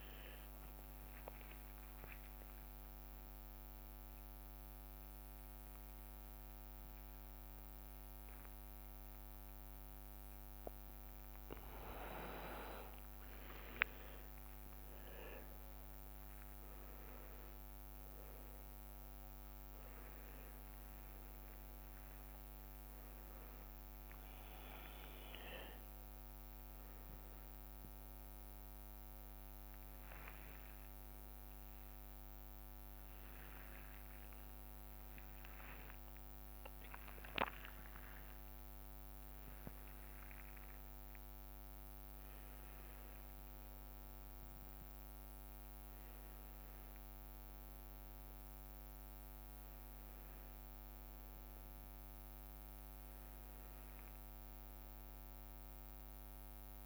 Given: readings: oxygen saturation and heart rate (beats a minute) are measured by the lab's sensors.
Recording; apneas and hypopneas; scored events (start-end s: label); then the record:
a person awake in a sleep study, hard to hear, by a microphone on the trachea; none
33.50-37.00 s: leg movement (device-marked)
40.00-42.00 s: leg movement (device-marked)
42.00-52.50 s: leg movement (device-marked)
From the record:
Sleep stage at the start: awake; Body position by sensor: upright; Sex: male